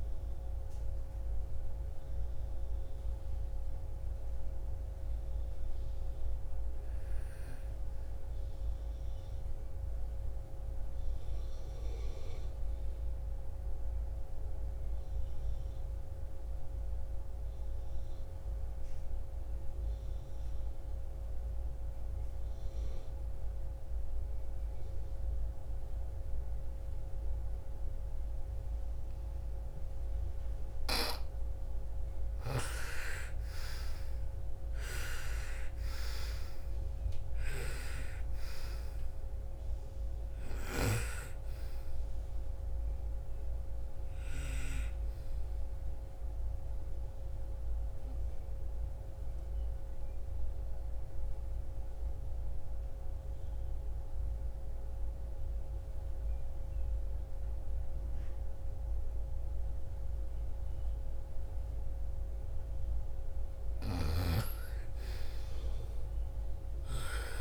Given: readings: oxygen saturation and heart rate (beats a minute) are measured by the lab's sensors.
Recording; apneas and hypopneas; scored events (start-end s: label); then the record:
breathing in sleep by a room microphone; 2
0.00-14.50 s: oxygen desaturation (device-marked, oxygen 77% lowest, heart rate 37 extreme)
8.50-30.50 s: obstructive apnea (oxygen 96% before, 84% lowest, heart rate 65 before, 37 extreme, up 32 after)
28.50-53.50 s: oxygen desaturation (device-marked, oxygen 99% before, 84% lowest, heart rate 51 before, 55 extreme)
31.50-35.50 s: arousal
46.00-62.00 s: obstructive apnea (oxygen 99% before, 84% lowest, heart rate 55 before, 57 extreme, up 9 after)
63.50-66.50 s: arousal
64.50-67.41 s: oxygen desaturation (device-marked, oxygen 99% before, 91% lowest, heart rate 60 before, 55 extreme)
From the record:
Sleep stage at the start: N2 (light sleep); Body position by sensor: on the right side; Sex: female